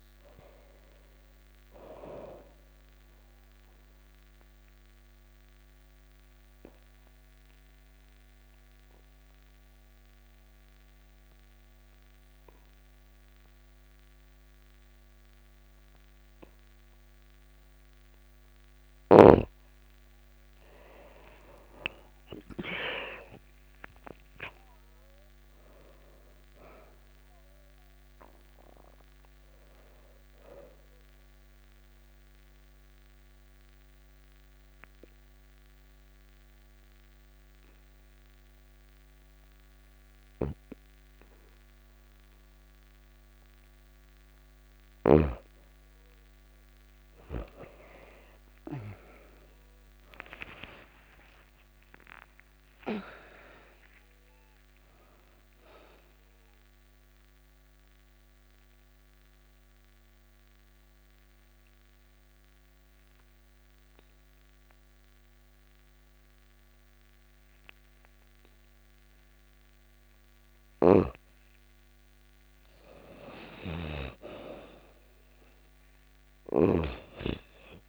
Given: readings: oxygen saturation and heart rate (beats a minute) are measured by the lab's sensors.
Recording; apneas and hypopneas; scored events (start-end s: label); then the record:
breathing in sleep by a microphone on the trachea; 3
2.50-17.50 s: obstructive apnea (oxygen 97% before, 87% lowest, heart rate 86 before, 84 extreme, up 8 after)
4.00-16.00 s: oxygen desaturation (device-marked, oxygen 97% before, 91% lowest, heart rate 85 before, 84 extreme)
20.00-24.50 s: arousal
25.00-40.00 s: oxygen desaturation (device-marked, oxygen 97% before, 87% lowest, heart rate 86 before, 86 extreme)
29.50-44.00 s: obstructive apnea (oxygen 97% before, 87% lowest, heart rate 87 before, 85 extreme, up 22 after)
46.00-51.50 s: arousal
51.00-67.00 s: oxygen desaturation (device-marked, oxygen 99% before, 89% lowest, heart rate 88 before, 84 extreme)
55.50-69.00 s: mixed apnea (oxygen 99% before, 85% lowest, heart rate 92 before, 84 extreme, up 1 after)
69.00-77.89 s: oxygen desaturation (device-marked, oxygen 99% before, 88% lowest, heart rate 96 before, 85 extreme)
69.50-77.89 s: snoring (device-marked)
72.00-76.00 s: arousal
From the record:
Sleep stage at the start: N2 (light sleep); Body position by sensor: on the back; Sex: female